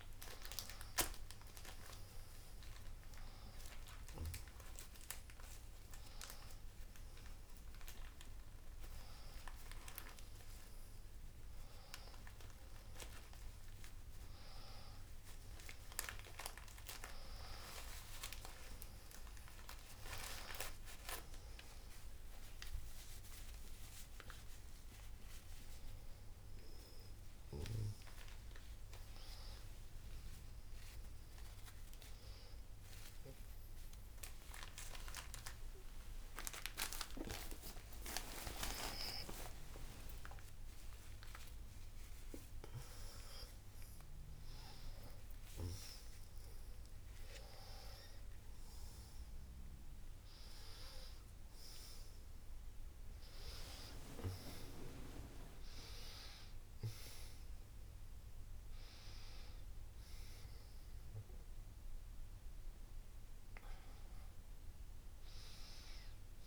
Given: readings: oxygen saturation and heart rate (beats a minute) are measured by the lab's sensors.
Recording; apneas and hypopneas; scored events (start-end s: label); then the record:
a person awake in a sleep study, by a room microphone; none
60.50-66.47 s: new sleep stage, N1 (lightest sleep)
From the record:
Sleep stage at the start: awake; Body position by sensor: on the back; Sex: female